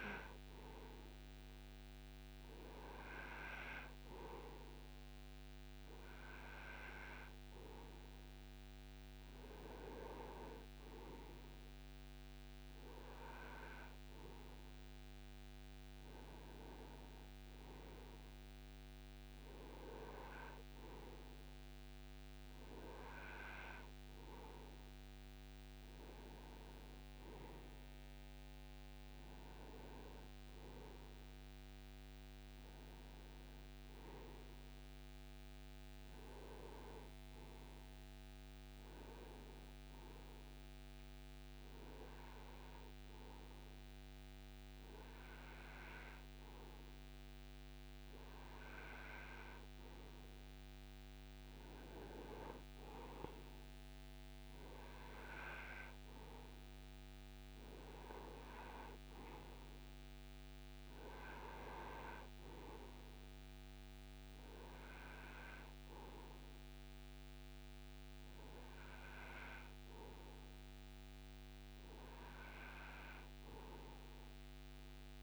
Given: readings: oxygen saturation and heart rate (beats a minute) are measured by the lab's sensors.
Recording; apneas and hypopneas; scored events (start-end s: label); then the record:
breathing in sleep by a microphone on the trachea; none
none scored
From the record:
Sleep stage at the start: N2 (light sleep); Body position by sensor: on the right side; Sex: male